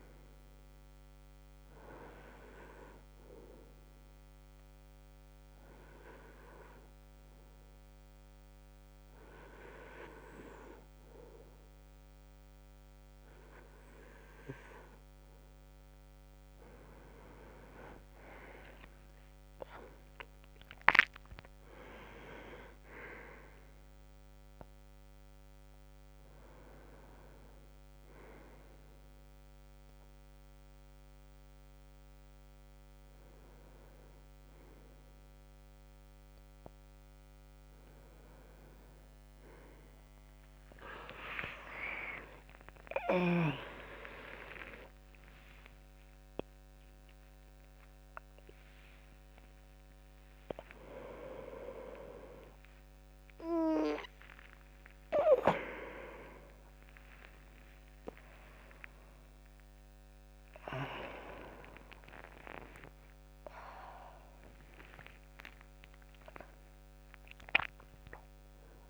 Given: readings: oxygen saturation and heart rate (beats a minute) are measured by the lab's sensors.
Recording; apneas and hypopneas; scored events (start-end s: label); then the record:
a person awake in a sleep study, by a microphone on the trachea; 1
3.00-15.50 s: hypopnea (oxygen 97% before, 94% lowest, heart rate 76 before, 74 extreme, up 15 after)
25.50-68.90 s: new sleep stage, awake
From the record:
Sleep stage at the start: N2 (light sleep); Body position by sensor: on the back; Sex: male